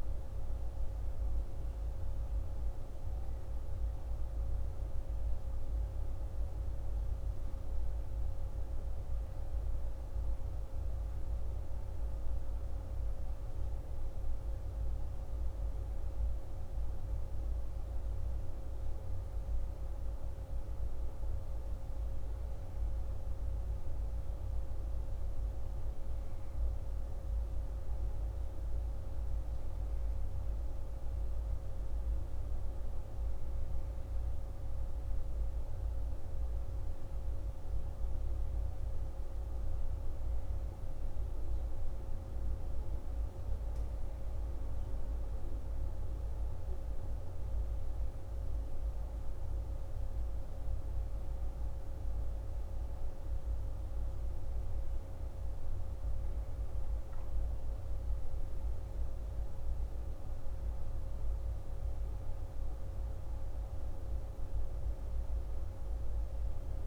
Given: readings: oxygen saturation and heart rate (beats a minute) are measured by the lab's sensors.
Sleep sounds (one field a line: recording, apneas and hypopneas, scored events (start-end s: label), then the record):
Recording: breathing in sleep, hard to hear, by a room microphone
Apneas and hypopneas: none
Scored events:
none scored
From the record:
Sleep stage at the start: N1 (lightest sleep)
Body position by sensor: on the back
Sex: male